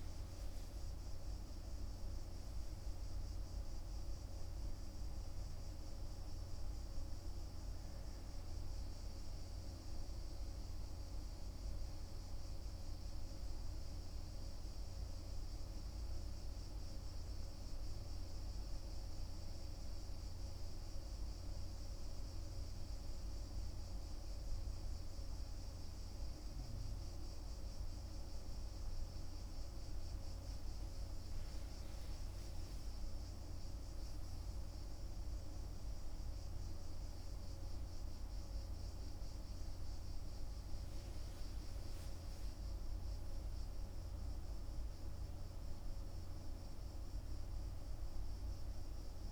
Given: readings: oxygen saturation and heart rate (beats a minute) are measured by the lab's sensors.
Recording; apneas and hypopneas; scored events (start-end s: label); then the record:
breathing in sleep, hard to hear, by a room microphone; 1
0.00-1.00 s: arousal
0.00-22.50 s: oxygen desaturation (device-marked, oxygen 94% lowest, heart rate 45 extreme)
10.50-27.00 s: hypopnea (oxygen 98% before, 94% lowest, heart rate 53 before, 47 extreme, up 10 after)
30.00-34.00 s: arousal
From the record:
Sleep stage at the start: N2 (light sleep); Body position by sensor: on the back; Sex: male